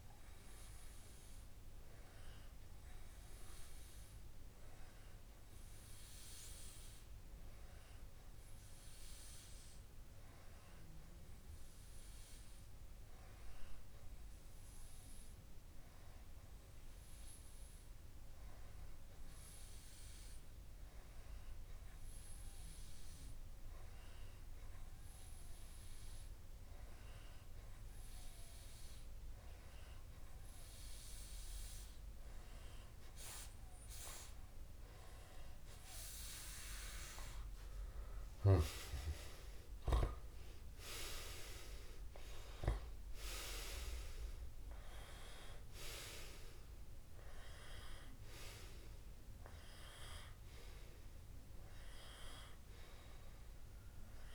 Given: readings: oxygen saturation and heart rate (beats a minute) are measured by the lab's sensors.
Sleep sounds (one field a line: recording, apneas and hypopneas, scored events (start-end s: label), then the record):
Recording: breathing in sleep by a room microphone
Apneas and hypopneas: 1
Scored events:
2.00-35.50 s: hypopnea (oxygen 96% before, 95% lowest)
38.50-42.50 s: arousal
From the record:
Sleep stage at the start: N2 (light sleep)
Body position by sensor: on the back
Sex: male